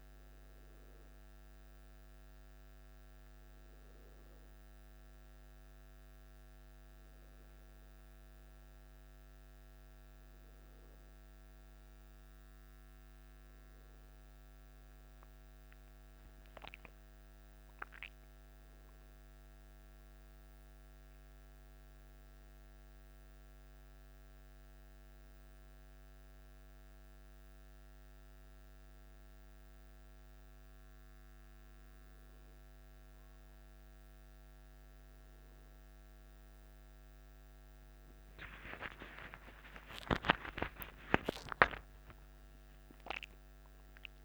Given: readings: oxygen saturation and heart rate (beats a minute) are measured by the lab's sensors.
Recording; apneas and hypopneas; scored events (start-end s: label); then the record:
a person awake in a sleep study, by a microphone on the trachea; none
none scored
From the record:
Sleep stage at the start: awake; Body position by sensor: on the back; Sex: male